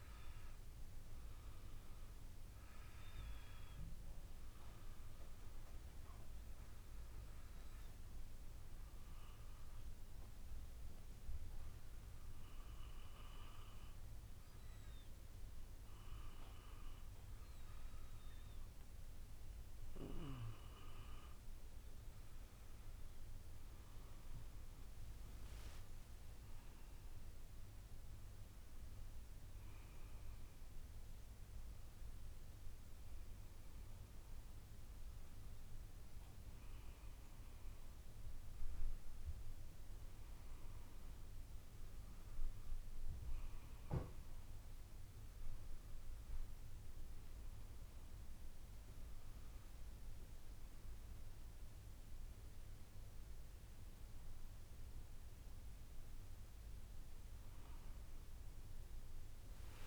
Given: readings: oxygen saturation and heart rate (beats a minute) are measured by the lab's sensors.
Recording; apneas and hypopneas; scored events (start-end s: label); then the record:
breathing in sleep, hard to hear, by a room microphone; 1
9.50-21.50 s: hypopnea (oxygen 97% before, 95% lowest, heart rate 57 before, 54 extreme, up 7 after)
23.50-27.00 s: arousal
From the record:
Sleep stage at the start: N2 (light sleep); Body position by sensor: on the back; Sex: female